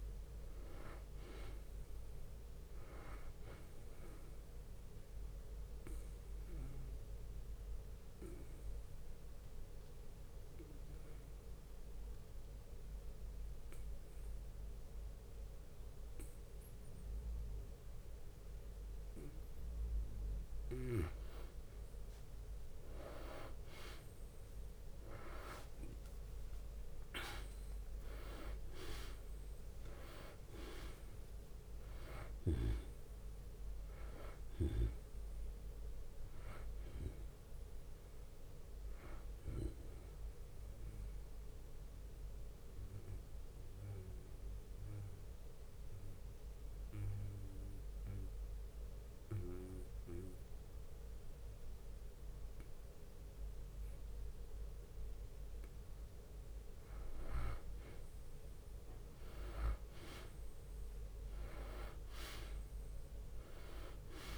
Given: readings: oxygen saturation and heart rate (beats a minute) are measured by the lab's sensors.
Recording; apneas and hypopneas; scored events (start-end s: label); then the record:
breathing in sleep by a room microphone; 2
0.00-1.50 s: long interval between heartbeats (device-marked, heart rate 71 extreme)
2.50-16.50 s: oxygen desaturation (device-marked, oxygen 98% before, 92% lowest, heart rate 62 before, 57 extreme)
4.50-6.50 s: bradycardia (device-marked, heart rate 73 before, 68 extreme)
4.50-20.50 s: obstructive apnea (oxygen 98% before, 90% lowest, heart rate 64 before, 64 extreme)
8.50-15.50 s: drop in pulse transit time (device-marked, heart rate 65 before, 57 extreme)
14.00-16.00 s: long interval between heartbeats (device-marked, heart rate 66 before, 72 extreme)
17.50-32.50 s: tachycardia (device-marked, heart rate 74 before, 156 extreme)
19.00-21.00 s: long interval between heartbeats (device-marked, heart rate 70 before, 87 extreme)
22.00-25.00 s: arousal
22.50-39.50 s: drop in pulse transit time (device-marked, heart rate 75 before, 67 extreme)
23.50-25.50 s: long interval between heartbeats (device-marked, heart rate 77 before, 124 extreme)
26.00-28.00 s: long interval between heartbeats (device-marked, heart rate 82 before, 149 extreme)
27.50-51.50 s: oxygen desaturation (device-marked, oxygen 96% before, 90% lowest, heart rate 91 before, 56 extreme)
30.00-32.00 s: long interval between heartbeats (device-marked, heart rate 98 before, 130 extreme)
32.00-34.00 s: long interval between heartbeats (device-marked, heart rate 105 before, 119 extreme)
41.00-56.00 s: obstructive apnea (oxygen 96% before, 90% lowest, heart rate 114 before, 54 extreme, up 49 after)
42.50-44.50 s: long interval between heartbeats (device-marked, heart rate 110 before, 81 extreme)
47.00-49.00 s: long interval between heartbeats (device-marked, heart rate 101 before, 94 extreme)
49.50-57.50 s: tachycardia (device-marked, heart rate 77 before, 126 extreme)
52.00-54.00 s: long interval between heartbeats (device-marked, heart rate 89 before, 97 extreme)
54.00-56.00 s: long interval between heartbeats (device-marked, heart rate 87 before, 110 extreme)
56.50-58.50 s: long interval between heartbeats (device-marked, heart rate 88 before, 126 extreme)
59.00-63.50 s: arousal
59.50-61.50 s: long interval between heartbeats (device-marked, heart rate 95 before, 95 extreme)
61.50-64.38 s: drop in pulse transit time (device-marked, heart rate 98 before, 55 extreme)
61.50-64.38 s: oxygen desaturation (device-marked, oxygen 97% before, 91% lowest, heart rate 98 before, 53 extreme)
From the record:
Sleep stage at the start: N2 (light sleep); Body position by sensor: on the back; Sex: male